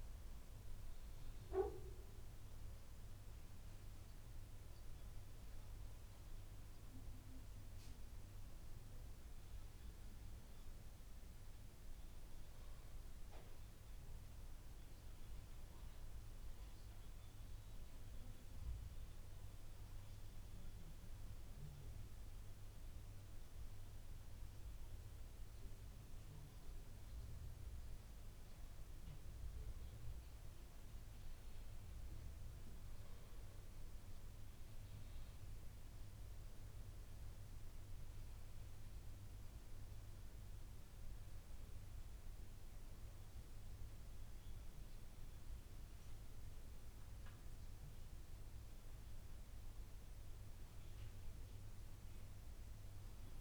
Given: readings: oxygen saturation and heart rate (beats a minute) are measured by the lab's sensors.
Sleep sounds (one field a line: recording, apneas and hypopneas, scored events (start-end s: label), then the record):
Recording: breathing in sleep, hard to hear, by a room microphone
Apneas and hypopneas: none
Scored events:
none scored
From the record:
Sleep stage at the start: N2 (light sleep)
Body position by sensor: on the back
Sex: male